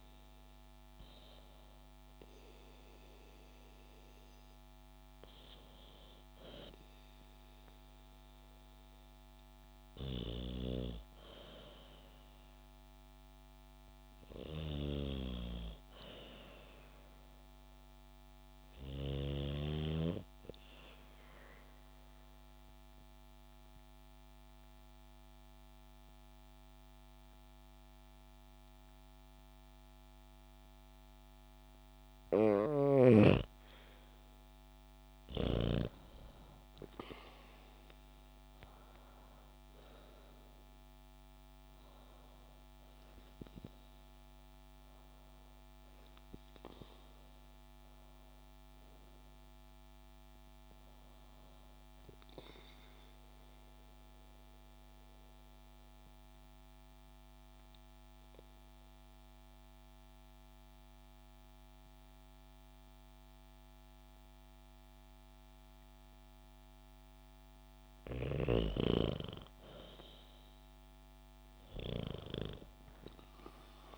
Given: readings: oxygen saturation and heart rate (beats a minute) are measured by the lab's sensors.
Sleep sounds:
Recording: breathing in sleep by a microphone on the trachea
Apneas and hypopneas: 2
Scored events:
9.00-18.50 s: snoring (device-marked)
19.50-31.50 s: obstructive apnea (oxygen 97% before, 94% lowest, heart rate 66 before, 66 extreme, up 8 after)
34.00-37.50 s: arousal
52.50-67.00 s: obstructive apnea (oxygen 96% before, 94% lowest, heart rate 72 before, 65 extreme, up 8 after)
69.50-73.98 s: arousal
71.50-73.98 s: oxygen desaturation (device-marked, oxygen 97% before, 94% lowest, heart rate 68 before, 58 extreme)
From the record:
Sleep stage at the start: N2 (light sleep)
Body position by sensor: on the back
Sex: female

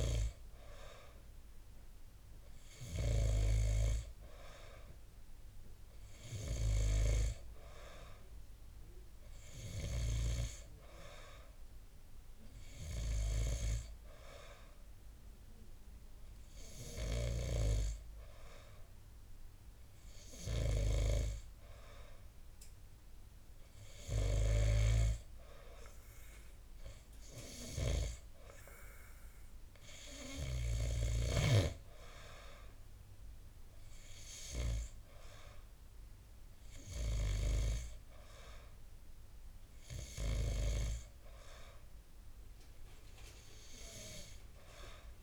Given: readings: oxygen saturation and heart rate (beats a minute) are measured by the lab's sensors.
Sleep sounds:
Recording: breathing in sleep by a room microphone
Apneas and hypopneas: none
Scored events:
none scored
From the record:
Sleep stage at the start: N2 (light sleep)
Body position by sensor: on the back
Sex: male

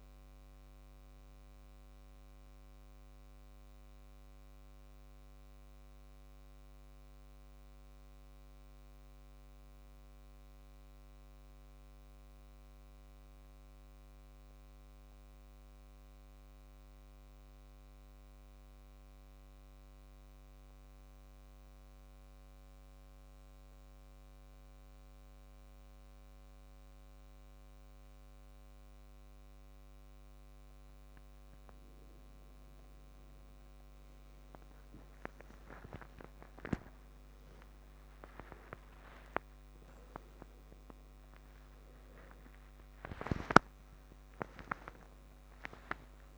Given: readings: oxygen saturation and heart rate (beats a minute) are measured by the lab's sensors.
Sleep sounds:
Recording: breathing in sleep by a microphone on the trachea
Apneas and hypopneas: 1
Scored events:
0.00-15.00 s: oxygen desaturation (device-marked, oxygen 86% lowest, heart rate 65 extreme)
10.50-30.50 s: central apnea (oxygen 97% before, 83% lowest, heart rate 70 before, 67 extreme, up 11 after)
32.00-46.38 s: oxygen desaturation (device-marked, oxygen 97% before, 83% lowest, heart rate 67 before, 78 extreme)
35.00-46.38 s: new sleep stage, awake
From the record:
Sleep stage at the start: N2 (light sleep)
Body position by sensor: on the back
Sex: male

